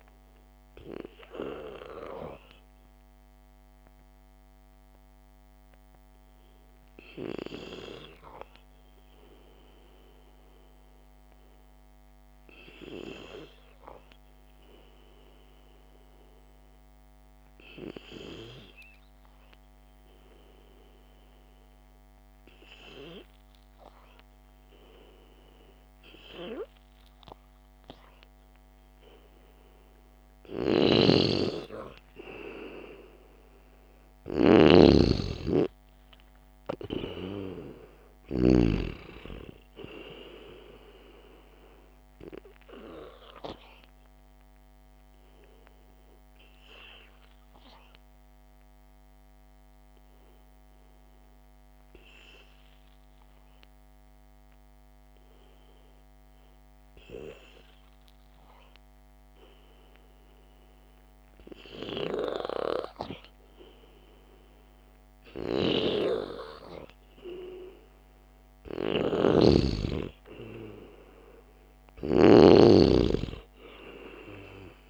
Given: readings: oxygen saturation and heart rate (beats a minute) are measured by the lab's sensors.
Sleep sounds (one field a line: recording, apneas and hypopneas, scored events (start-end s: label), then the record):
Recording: breathing in sleep by a microphone on the trachea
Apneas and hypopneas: 2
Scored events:
17.00-32.00 s: hypopnea (oxygen 95% before, 93% lowest, heart rate 62 before, 52 extreme, up 7 after)
31.00-39.00 s: snoring (device-marked)
34.50-38.00 s: arousal
44.00-59.50 s: hypopnea (oxygen 97% before, 93% lowest, heart rate 55 before, 53 extreme)
63.00-66.50 s: arousal
69.00-74.90 s: snoring (device-marked)
From the record:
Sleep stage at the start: N2 (light sleep)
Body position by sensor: on the back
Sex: male